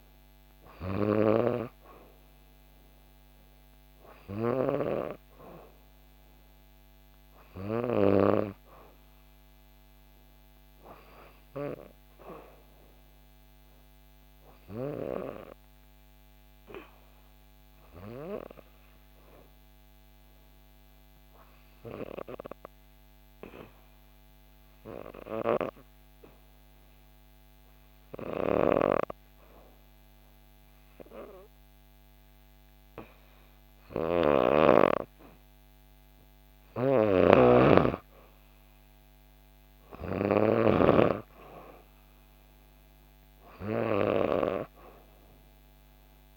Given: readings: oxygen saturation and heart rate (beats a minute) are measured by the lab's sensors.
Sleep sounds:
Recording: breathing in sleep by a microphone on the trachea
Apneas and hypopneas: 1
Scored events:
13.50-17.00 s: arousal
19.50-35.50 s: obstructive apnea (oxygen 95% before, 90% lowest, heart rate 65 before, 62 extreme, up 1 after)
33.50-40.50 s: snoring (device-marked)
35.50-46.37 s: oxygen desaturation (device-marked, oxygen 95% before, 90% lowest, heart rate 64 before, 62 extreme)
37.50-41.00 s: arousal
From the record:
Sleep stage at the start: N2 (light sleep)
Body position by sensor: on the back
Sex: female

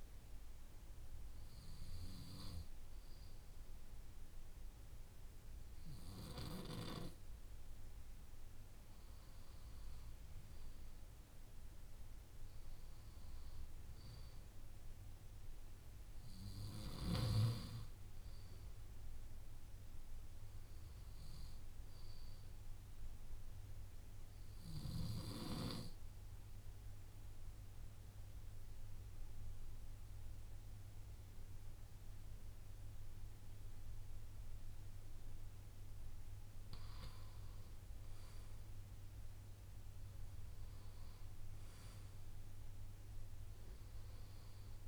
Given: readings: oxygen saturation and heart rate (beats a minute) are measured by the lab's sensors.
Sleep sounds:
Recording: breathing in sleep by a room microphone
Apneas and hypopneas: 1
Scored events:
24.00-36.50 s: obstructive apnea (oxygen 95% before, 93% lowest)
38.50-42.00 s: arousal
From the record:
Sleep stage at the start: N2 (light sleep)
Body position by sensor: on the left side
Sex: male

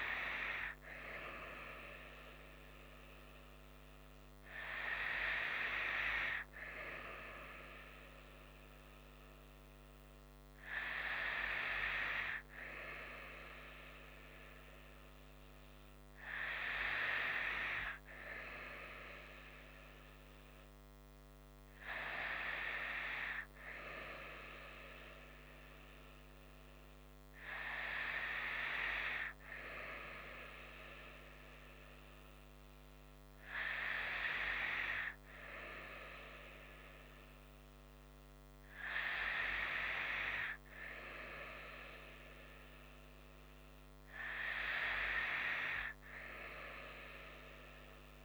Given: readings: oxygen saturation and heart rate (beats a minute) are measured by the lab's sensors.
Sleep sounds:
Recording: breathing in sleep by a microphone on the trachea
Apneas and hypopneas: none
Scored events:
none scored
From the record:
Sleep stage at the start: N2 (light sleep)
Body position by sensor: on the right side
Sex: female

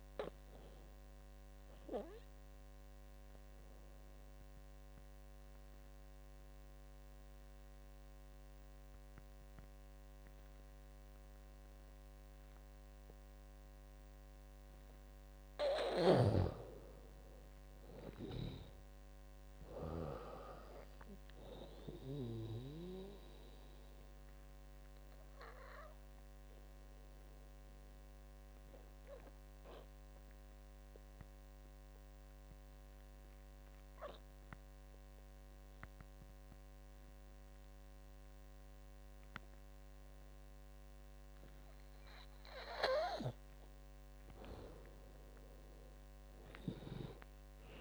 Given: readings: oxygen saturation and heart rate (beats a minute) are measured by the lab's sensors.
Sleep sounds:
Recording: breathing in sleep by a microphone on the trachea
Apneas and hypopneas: 2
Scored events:
0.00-5.50 s: drop in pulse transit time (device-marked, heart rate 78 extreme)
0.00-16.50 s: oxygen desaturation (device-marked, oxygen 88% lowest, heart rate 69 extreme)
1.50-14.00 s: obstructive apnea (oxygen 99% before, 88% lowest, heart rate 78 before, 69 extreme, up 8 after)
16.50-20.50 s: arousal
18.00-22.50 s: snoring (device-marked)
18.50-28.50 s: drop in pulse transit time (device-marked, heart rate 81 before, 73 extreme)
23.00-42.50 s: obstructive apnea (oxygen 98% before, 88% lowest, heart rate 80 before, 68 extreme, up 16 after)
44.00-47.00 s: arousal
46.50-47.81 s: drop in pulse transit time (device-marked, heart rate 74 before, 74 extreme)
46.50-47.81 s: oxygen desaturation (device-marked, oxygen 98% before, 92% lowest, heart rate 74 before, 68 extreme)
From the record:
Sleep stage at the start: N2 (light sleep)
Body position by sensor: on the back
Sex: female

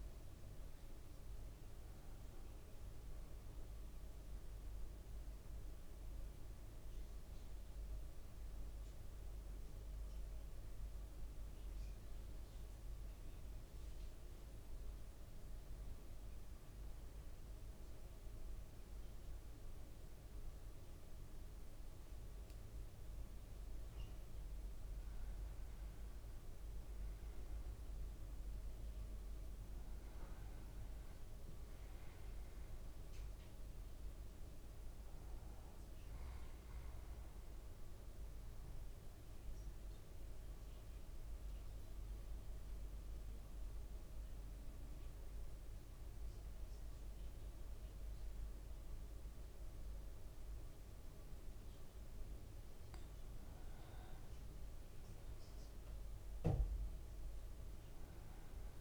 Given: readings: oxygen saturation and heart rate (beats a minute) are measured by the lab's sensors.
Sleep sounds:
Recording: breathing in sleep, hard to hear, by a room microphone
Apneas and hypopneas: 2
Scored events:
10.00-23.50 s: mixed apnea (oxygen 98% before, 95% lowest, heart rate 57 before, 52 extreme, up 4 after)
25.50-30.50 s: arousal
32.00-52.00 s: oxygen desaturation (device-marked, oxygen 99% before, 95% lowest, heart rate 54 before, 52 extreme)
37.50-52.50 s: obstructive apnea (oxygen 99% before, 95% lowest, heart rate 55 before, 52 extreme, up 3 after)
54.50-58.81 s: arousal
From the record:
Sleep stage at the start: N2 (light sleep)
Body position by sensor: on the back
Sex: male

